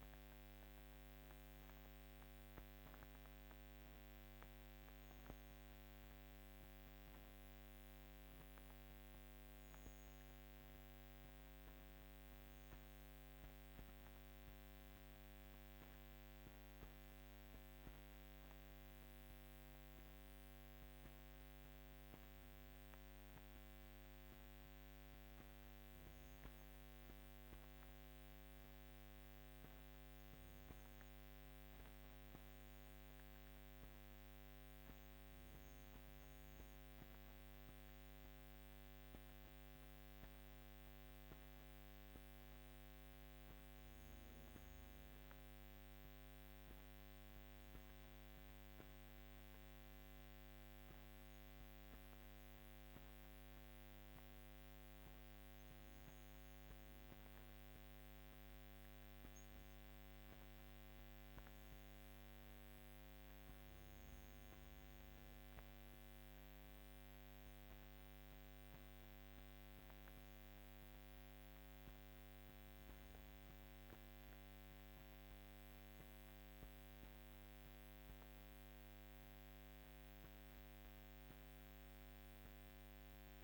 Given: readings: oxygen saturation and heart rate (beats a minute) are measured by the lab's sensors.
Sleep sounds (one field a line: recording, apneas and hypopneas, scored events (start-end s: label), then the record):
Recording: breathing in sleep, hard to hear, by a microphone on the trachea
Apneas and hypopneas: none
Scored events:
0.00-4.50 s: oxygen desaturation (device-marked, oxygen 92% lowest, heart rate 53 extreme)
From the record:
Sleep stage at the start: REM sleep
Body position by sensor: on the back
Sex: female